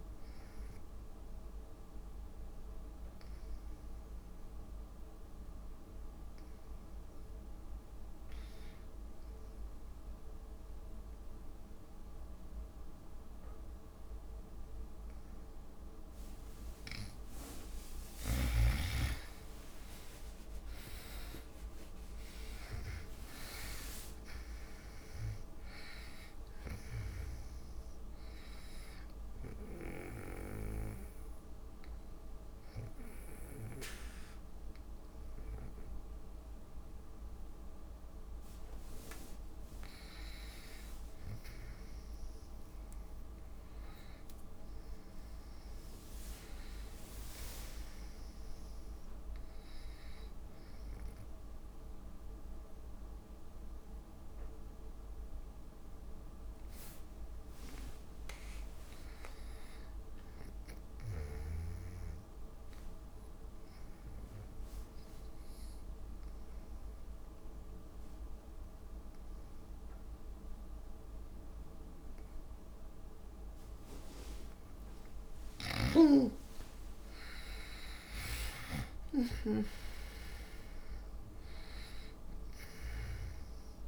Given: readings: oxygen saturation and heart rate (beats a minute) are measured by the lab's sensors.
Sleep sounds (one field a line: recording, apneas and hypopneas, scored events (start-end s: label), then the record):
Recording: breathing in sleep by a room microphone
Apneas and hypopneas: 3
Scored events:
0.00-7.50 s: oxygen desaturation (device-marked, oxygen 89% lowest)
0.50-17.50 s: hypopnea (oxygen 96% before, 85% lowest)
18.50-41.50 s: oxygen desaturation (device-marked, oxygen 97% before, 85% lowest)
20.00-24.00 s: arousal
31.00-41.00 s: obstructive apnea (oxygen 97% before, 80% lowest)
42.50-46.50 s: arousal
47.50-58.50 s: oxygen desaturation (device-marked, oxygen 98% before, 95% lowest)
64.00-76.50 s: obstructive apnea (oxygen 98% before, 80% lowest)
68.50-83.88 s: oxygen desaturation (device-marked, oxygen 97% before, 80% lowest)
77.50-82.00 s: arousal
From the record:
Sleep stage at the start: N2 (light sleep)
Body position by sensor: on the back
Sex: female